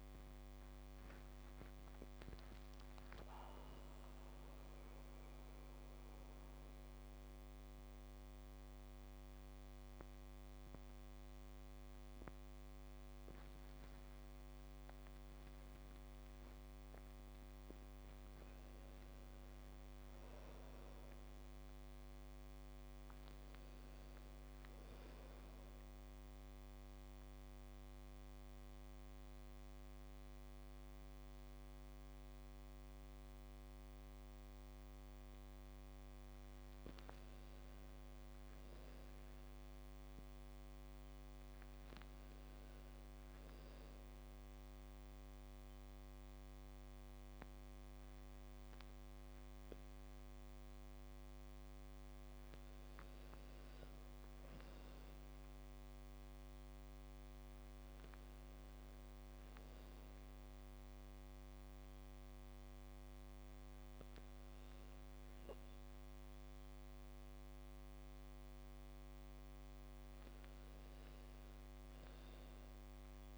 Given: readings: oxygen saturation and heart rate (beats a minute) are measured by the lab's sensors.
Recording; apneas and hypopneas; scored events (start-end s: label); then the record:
a person partly awake in a sleep study, hard to hear, by a microphone on the trachea; 1
1.50-9.50 s: oxygen desaturation (device-marked, oxygen 97% before, 94% lowest, heart rate 76 before, 71 extreme)
6.50-36.50 s: new sleep stage, N1 (lightest sleep)
26.00-36.50 s: central apnea (oxygen 99% before, 95% lowest, heart rate 79 before, 75 extreme, up 1 after)
36.50-73.37 s: new sleep stage, N2 (light sleep)
37.00-41.50 s: arousal
45.50-51.50 s: oxygen desaturation (device-marked, oxygen 98% before, 95% lowest, heart rate 77 before, 76 extreme)
58.50-68.50 s: oxygen desaturation (device-marked, oxygen 98% before, 95% lowest, heart rate 78 before, 76 extreme)
69.50-73.37 s: arousal
From the record:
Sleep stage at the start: awake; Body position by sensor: on the back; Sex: female